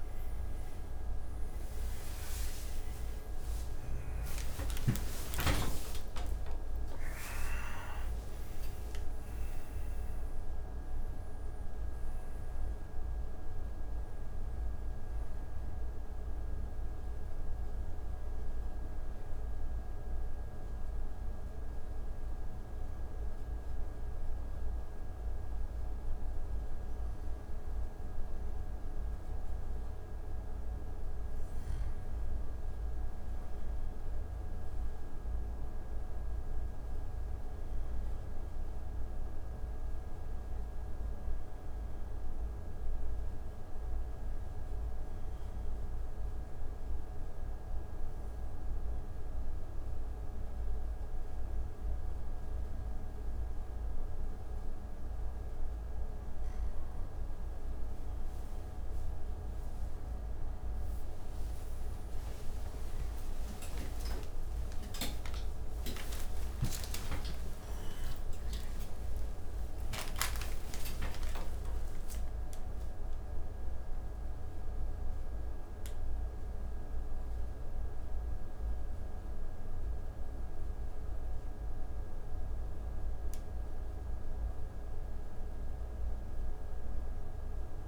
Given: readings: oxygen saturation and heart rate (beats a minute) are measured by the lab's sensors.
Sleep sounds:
breathing in sleep, hard to hear, by a room microphone; 2
0.00-5.00 s: arousal
0.00-35.00 s: oxygen desaturation (device-marked, oxygen 97% before, 81% lowest)
15.50-30.00 s: hypopnea (oxygen 98% before, 81% lowest)
33.00-37.00 s: arousal
41.50-55.50 s: obstructive apnea (oxygen 99% before, 90% lowest)
46.00-57.00 s: oxygen desaturation (device-marked, oxygen 99% before, 94% lowest)
56.00-87.88 s: new sleep stage, N1 (lightest sleep)
63.50-69.00 s: arousal
67.00-75.00 s: oxygen desaturation (device-marked, oxygen 96% before, 90% lowest)
From the record:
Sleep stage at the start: REM sleep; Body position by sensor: on the back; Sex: male

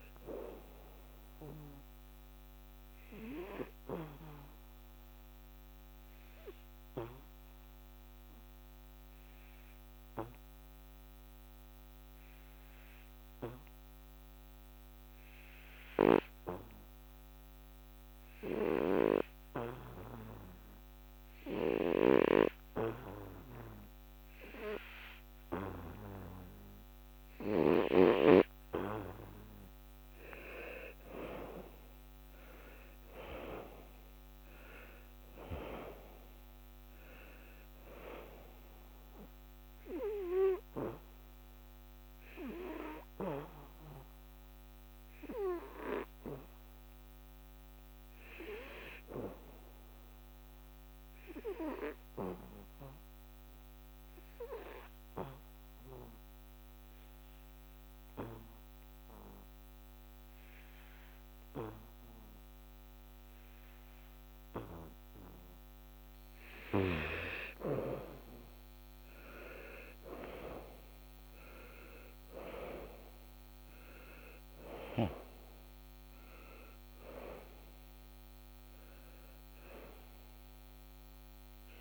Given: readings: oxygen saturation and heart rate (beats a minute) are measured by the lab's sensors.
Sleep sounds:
breathing in sleep by a microphone on the trachea; 2
0.00-4.50 s: oxygen desaturation (device-marked, oxygen 90% lowest, heart rate 70 extreme)
5.00-29.00 s: obstructive apnea (oxygen 96% before, 88% lowest, heart rate 84 before, 70 extreme, up 13 after)
22.50-56.50 s: oxygen desaturation (device-marked, oxygen 98% before, 88% lowest, heart rate 78 before, 70 extreme)
31.50-35.00 s: arousal
52.50-65.50 s: obstructive apnea (oxygen 96% before, 88% lowest, heart rate 79 before, 71 extreme, up 12 after)
67.50-71.00 s: arousal
71.50-81.81 s: oxygen desaturation (device-marked, oxygen 97% before, 88% lowest, heart rate 76 before, 72 extreme)
From the record:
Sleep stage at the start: N2 (light sleep); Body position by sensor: on the back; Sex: male

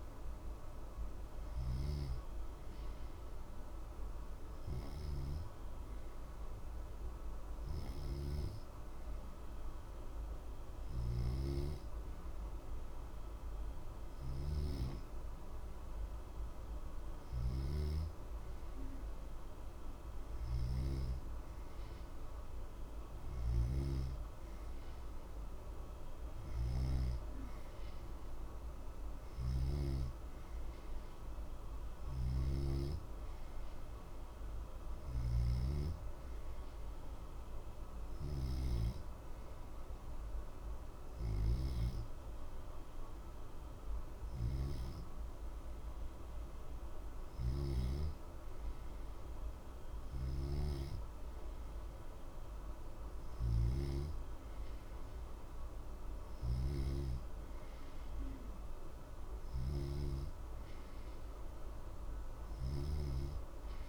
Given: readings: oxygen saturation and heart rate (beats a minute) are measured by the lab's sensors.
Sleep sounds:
breathing in sleep by a room microphone; 1
0.00-1.50 s: snoring (device-marked)
0.00-13.50 s: oxygen desaturation (device-marked, oxygen 88% lowest, heart rate 60 extreme)
1.50-17.50 s: hypopnea (oxygen 92% before, 88% lowest, heart rate 60 before, 60 extreme, up 0 after)
17.00-29.50 s: snoring (device-marked)
20.00-25.50 s: arousal
31.50-35.00 s: snoring (device-marked)
49.50-62.50 s: snoring (device-marked)
From the record:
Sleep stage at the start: N2 (light sleep); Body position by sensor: on the back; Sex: male

